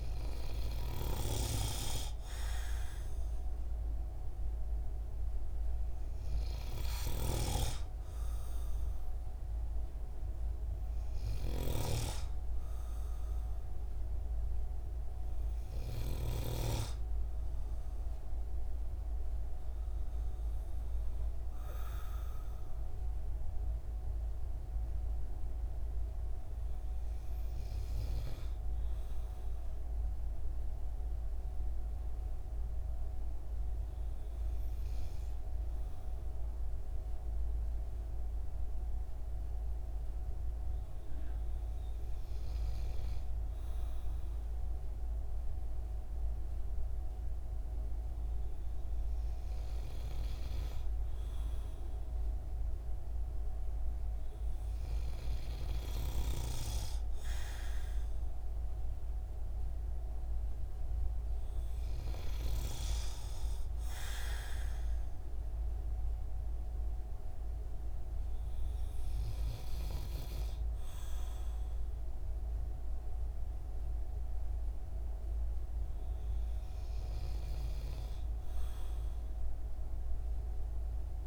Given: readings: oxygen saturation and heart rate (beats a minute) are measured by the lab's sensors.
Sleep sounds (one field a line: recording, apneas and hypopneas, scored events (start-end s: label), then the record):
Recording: breathing in sleep by a room microphone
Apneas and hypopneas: none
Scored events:
0.00-3.00 s: arousal
6.50-16.00 s: snoring (device-marked)
From the record:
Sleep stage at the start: N2 (light sleep)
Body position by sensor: on the right side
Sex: male